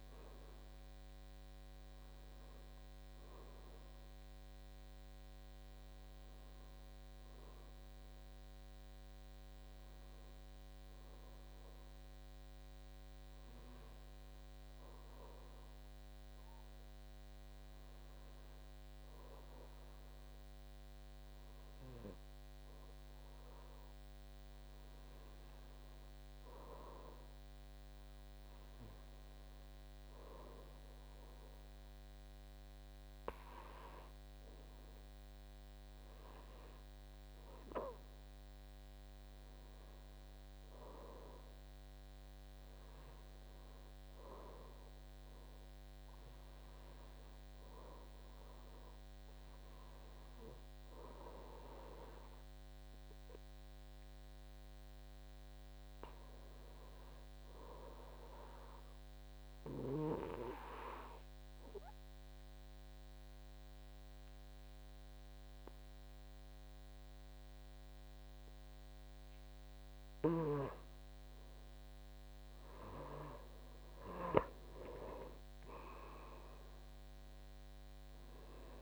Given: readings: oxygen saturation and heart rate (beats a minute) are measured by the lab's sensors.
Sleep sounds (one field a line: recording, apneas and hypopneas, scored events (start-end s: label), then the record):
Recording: breathing in sleep by a microphone on the trachea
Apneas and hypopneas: 2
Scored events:
0.00-10.00 s: oxygen desaturation (device-marked, oxygen 88% lowest, heart rate 51 extreme)
12.00-27.50 s: hypopnea (oxygen 98% before, 93% lowest, heart rate 59 before, 51 extreme, up 3 after)
29.50-33.00 s: arousal
59.50-71.00 s: obstructive apnea (oxygen 98% before, 92% lowest, heart rate 56 before, 52 extreme, up 7 after)
72.00-78.82 s: oxygen desaturation (device-marked, oxygen 96% before, 92% lowest, heart rate 55 before, 52 extreme)
73.50-78.00 s: arousal
From the record:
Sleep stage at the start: N2 (light sleep)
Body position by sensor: on the back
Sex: male